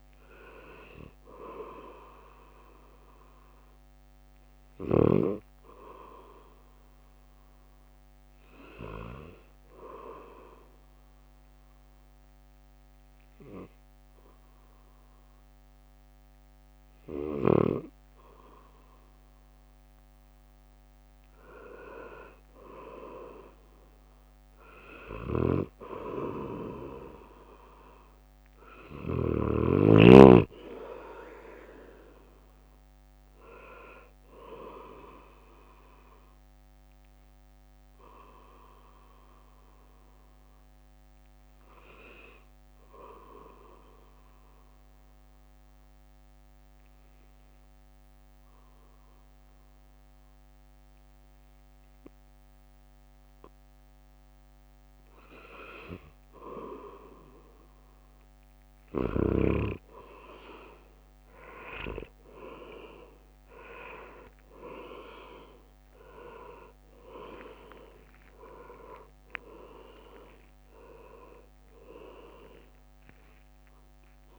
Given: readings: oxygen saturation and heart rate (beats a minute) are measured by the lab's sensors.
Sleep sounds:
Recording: breathing in sleep by a microphone on the trachea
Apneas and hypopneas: 2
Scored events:
1.00-12.00 s: drop in pulse transit time (device-marked, heart rate 56 before, 55 extreme)
4.00-7.50 s: arousal
10.00-21.00 s: obstructive apnea (oxygen 100% before, 97% lowest, heart rate 56 before, 54 extreme, up 7 after)
24.00-27.50 s: arousal
29.00-44.00 s: drop in pulse transit time (device-marked, heart rate 59 before, 54 extreme)
31.50-33.50 s: leg movement (device-marked)
35.00-53.50 s: obstructive apnea (oxygen 98% before, 96% lowest, heart rate 60 before, 54 extreme, up 7 after)
54.50-57.50 s: arousal
65.00-74.39 s: drop in pulse transit time (device-marked, heart rate 58 before, 61 extreme)
67.50-71.50 s: arousal
72.50-73.50 s: leg movement (device-marked)
From the record:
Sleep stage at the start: N2 (light sleep)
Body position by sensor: on the back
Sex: male

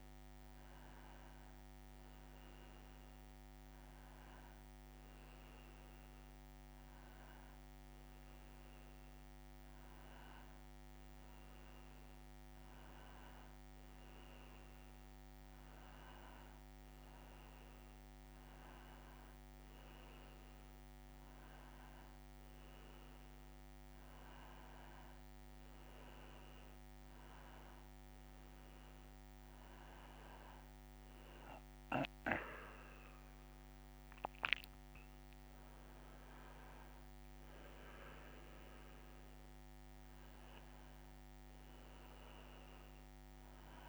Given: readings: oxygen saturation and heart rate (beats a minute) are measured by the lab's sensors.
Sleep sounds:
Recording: breathing in sleep, hard to hear, by a microphone on the trachea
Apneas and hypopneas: none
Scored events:
none scored
From the record:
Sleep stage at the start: N2 (light sleep)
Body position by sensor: on the back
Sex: male

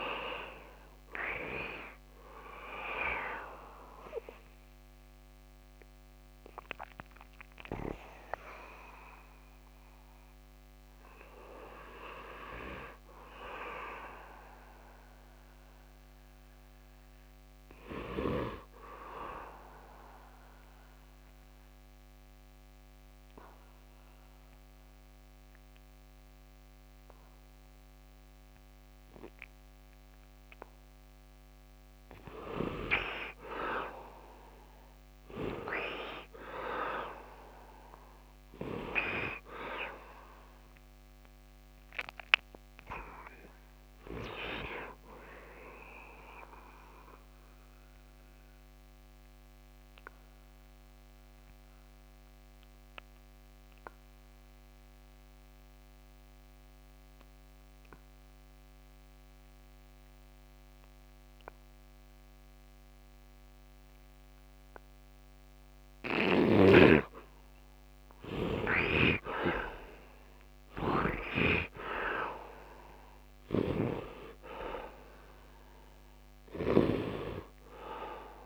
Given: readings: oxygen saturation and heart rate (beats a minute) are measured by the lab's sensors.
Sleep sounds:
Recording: breathing in sleep by a microphone on the trachea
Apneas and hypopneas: 2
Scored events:
0.00-18.00 s: oxygen desaturation (device-marked, heart rate 68 extreme)
19.00-31.00 s: obstructive apnea (oxygen 51% before, 49% lowest, heart rate 81 before, 72 extreme, up 11 after)
30.00-51.00 s: oxygen desaturation (device-marked, oxygen 97% before, 67% lowest, heart rate 79 before, 72 extreme)
36.00-42.00 s: arousal
47.50-64.50 s: obstructive apnea (oxygen 97% before, 65% lowest, heart rate 82 before, 72 extreme, up 16 after)
61.00-78.46 s: oxygen desaturation (device-marked, oxygen 99% before, 66% lowest, heart rate 78 before, 73 extreme)
66.00-71.00 s: arousal
68.50-76.50 s: snoring (device-marked)
From the record:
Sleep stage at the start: N2 (light sleep)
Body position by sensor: on the back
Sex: male

